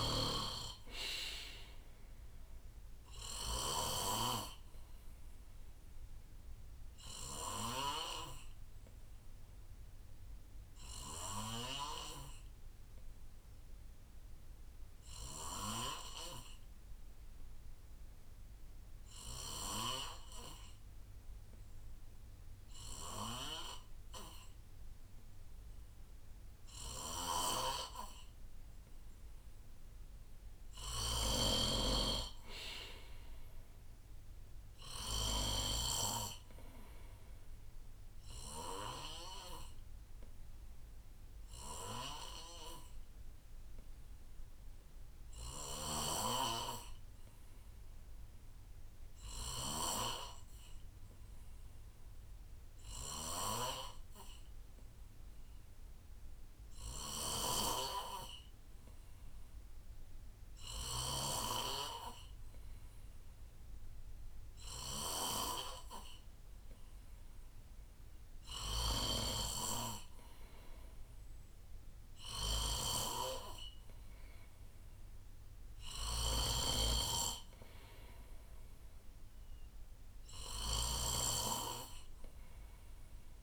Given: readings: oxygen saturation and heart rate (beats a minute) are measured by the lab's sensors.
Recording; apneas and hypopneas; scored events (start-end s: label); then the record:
breathing in sleep by a room microphone; 2
0.00-1.50 s: arousal
0.00-4.00 s: snoring (device-marked)
0.00-18.50 s: oxygen desaturation (device-marked, oxygen 90% lowest, heart rate 61 extreme)
6.50-29.50 s: obstructive apnea (oxygen 96% before, 90% lowest, heart rate 69 before, 61 extreme, up 6 after)
27.00-36.00 s: snoring (device-marked)
28.50-50.50 s: oxygen desaturation (device-marked, oxygen 97% before, 90% lowest, heart rate 64 before, 65 extreme)
31.50-35.50 s: arousal
39.00-67.00 s: obstructive apnea (oxygen 97% before, 90% lowest, heart rate 66 before, 62 extreme, up 3 after)
45.50-47.50 s: long interval between heartbeats (device-marked, heart rate 68 before, 79 extreme)
45.50-65.00 s: snoring (device-marked)
54.50-56.50 s: long interval between heartbeats (device-marked, heart rate 71 before, 76 extreme)
59.50-75.50 s: oxygen desaturation (device-marked, oxygen 96% before, 91% lowest, heart rate 75 before, 62 extreme)
71.00-75.50 s: arousal
72.50-83.43 s: snoring (device-marked)
From the record:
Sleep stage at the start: N2 (light sleep); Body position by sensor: on the right side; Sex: male